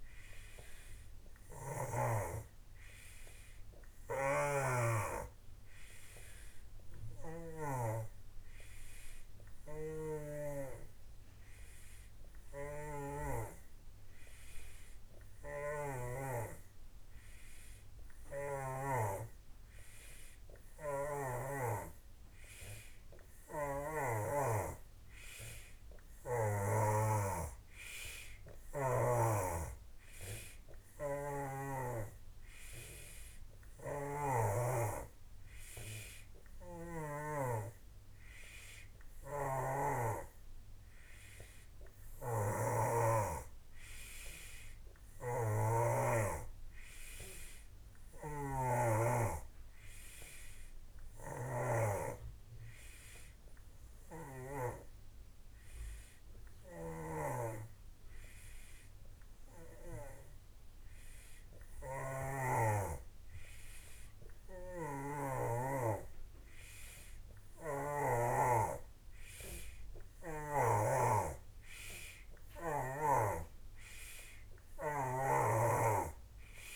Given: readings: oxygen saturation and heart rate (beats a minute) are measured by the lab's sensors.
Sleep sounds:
breathing in sleep by a room microphone; none
0.00-2.00 s: snoring (device-marked)
4.00-7.50 s: snoring (device-marked)
9.50-16.00 s: snoring (device-marked)
20.50-29.00 s: snoring (device-marked)
33.50-37.00 s: snoring (device-marked)
39.00-46.00 s: snoring (device-marked)
48.00-54.50 s: snoring (device-marked)
56.50-60.00 s: snoring (device-marked)
64.50-68.00 s: snoring (device-marked)
From the record:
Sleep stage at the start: N3 (deep sleep); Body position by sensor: on the back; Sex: male

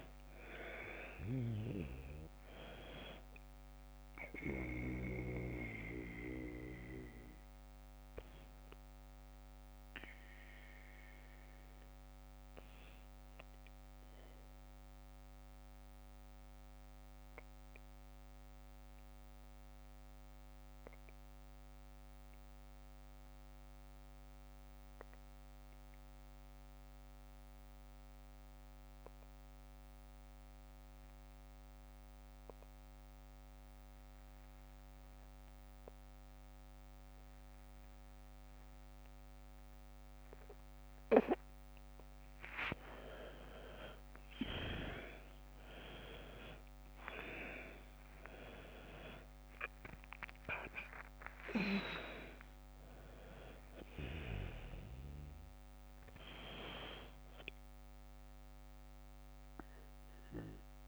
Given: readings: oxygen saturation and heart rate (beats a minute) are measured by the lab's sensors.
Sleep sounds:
breathing in sleep by a microphone on the trachea; 1
0.00-19.50 s: oxygen desaturation (device-marked, oxygen 87% lowest, heart rate 49 extreme)
11.50-41.00 s: mixed apnea (oxygen 99% before, 87% lowest, heart rate 57 before, 47 extreme, up 9 after)
38.50-60.88 s: oxygen desaturation (device-marked, oxygen 100% before, 88% lowest, heart rate 52 before, 47 extreme)
42.50-48.50 s: arousal
From the record:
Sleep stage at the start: N2 (light sleep); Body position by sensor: on the back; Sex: female

